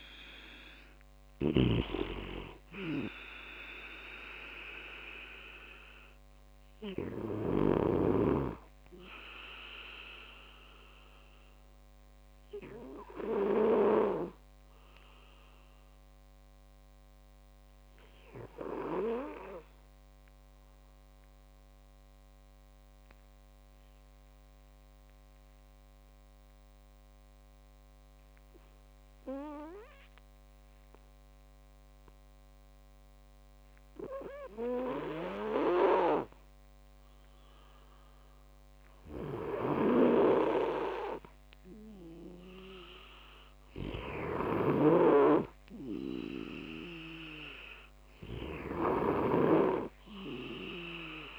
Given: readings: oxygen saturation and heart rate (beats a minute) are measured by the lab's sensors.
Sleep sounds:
breathing in sleep by a microphone on the trachea; 1
0.00-8.00 s: snoring (device-marked)
0.00-8.50 s: oxygen desaturation (device-marked, oxygen 92% lowest)
10.50-23.50 s: oxygen desaturation (device-marked, oxygen 94% before, 91% lowest)
11.50-38.50 s: obstructive apnea (oxygen 98% before, 91% lowest)
38.50-51.39 s: oxygen desaturation (device-marked, oxygen 98% before, 92% lowest)
39.50-51.39 s: snoring (device-marked)
40.50-43.50 s: arousal
From the record:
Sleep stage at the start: N2 (light sleep); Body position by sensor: on the back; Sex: male

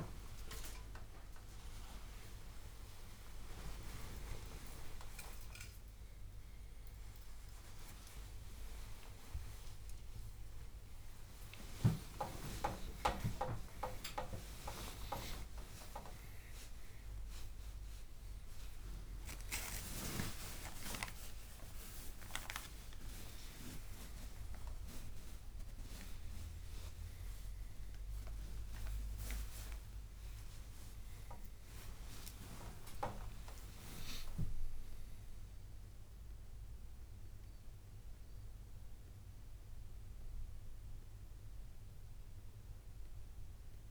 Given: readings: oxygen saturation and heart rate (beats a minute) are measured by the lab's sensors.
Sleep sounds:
a person awake in a sleep study, by a room microphone; none
29.50-43.90 s: new sleep stage, N1 (lightest sleep)
From the record:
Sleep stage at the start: awake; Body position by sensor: on the back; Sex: male

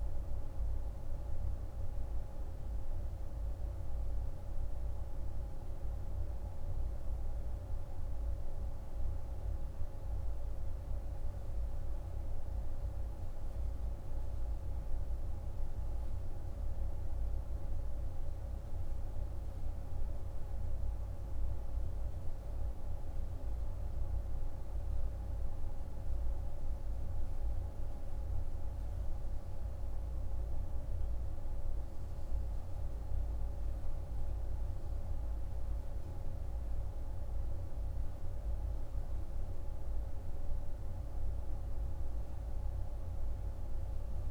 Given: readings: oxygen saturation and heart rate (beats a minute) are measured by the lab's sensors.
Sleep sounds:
breathing in sleep, hard to hear, by a room microphone; none
29.00-44.31 s: new sleep stage, N2 (light sleep)
From the record:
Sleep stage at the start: N1 (lightest sleep); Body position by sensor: on the right side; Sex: male

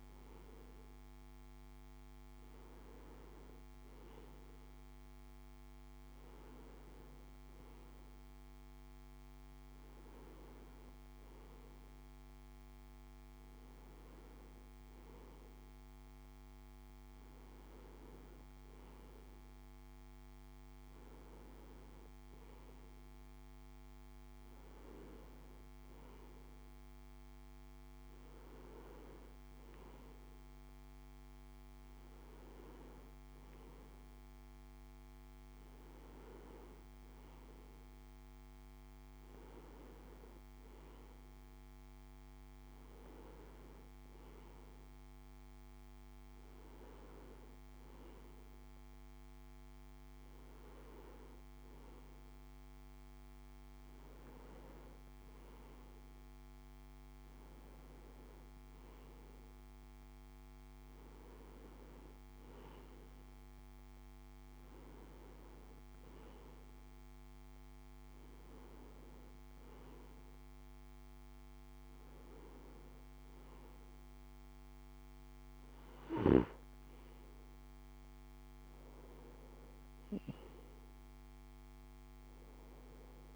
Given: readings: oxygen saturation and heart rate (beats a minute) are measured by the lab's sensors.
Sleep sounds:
breathing in sleep, hard to hear, by a microphone on the trachea; none
none scored
From the record:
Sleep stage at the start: N2 (light sleep); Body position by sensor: on the right side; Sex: male

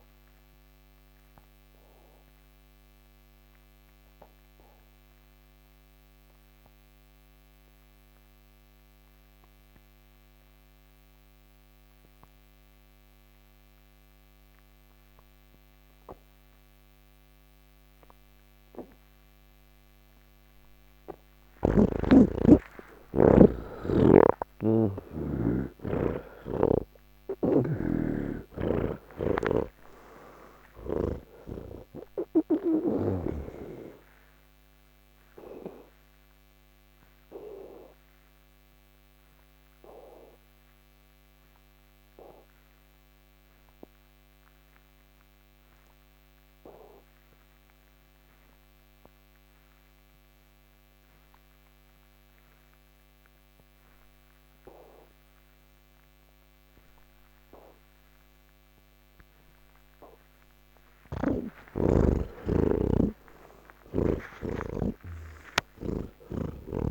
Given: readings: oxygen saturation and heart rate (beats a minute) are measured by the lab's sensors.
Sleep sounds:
breathing in sleep by a microphone on the trachea; 2
0.00-7.00 s: oxygen desaturation (device-marked, oxygen 86% lowest, heart rate 84 extreme)
0.50-19.00 s: obstructive apnea (oxygen 98% before, 83% lowest, heart rate 145 before, 54 extreme, up 12 after)
20.00-52.00 s: oxygen desaturation (device-marked, oxygen 98% before, 83% lowest, heart rate 143 before, 54 extreme)
23.50-31.00 s: snoring (device-marked)
34.00-59.00 s: obstructive apnea (oxygen 98% before, 82% lowest, heart rate 108 before, 61 extreme)
60.50-64.00 s: snoring (device-marked)
64.00-66.91 s: oxygen desaturation (device-marked, oxygen 97% before, 82% lowest, heart rate 94 before, 69 extreme)
From the record:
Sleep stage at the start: N1 (lightest sleep); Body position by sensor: on the back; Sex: male

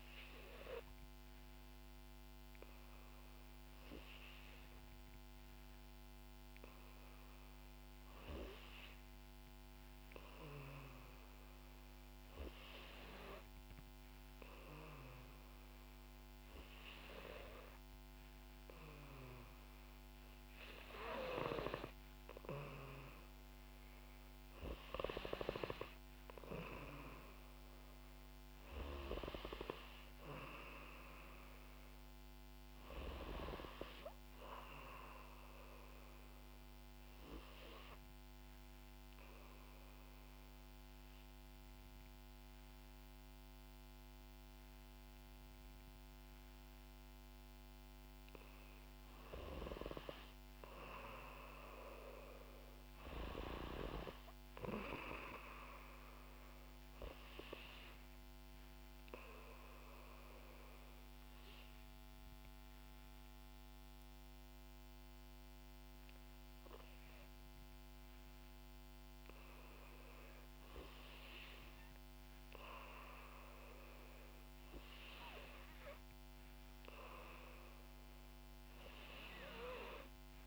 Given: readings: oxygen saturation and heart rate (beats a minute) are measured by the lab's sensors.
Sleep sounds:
breathing in sleep by a microphone on the trachea; 2
36.50-80.47 s: new sleep stage, N2 (light sleep)
38.00-49.00 s: obstructive apnea (oxygen 91% before, 90% lowest, heart rate 65 before, 57 extreme, up 3 after)
50.50-54.00 s: arousal
58.50-69.00 s: obstructive apnea (oxygen 94% before, 90% lowest, heart rate 63 before, 57 extreme, up 5 after)
71.00-74.50 s: arousal
From the record:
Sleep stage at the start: N3 (deep sleep); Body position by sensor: on the back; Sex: female

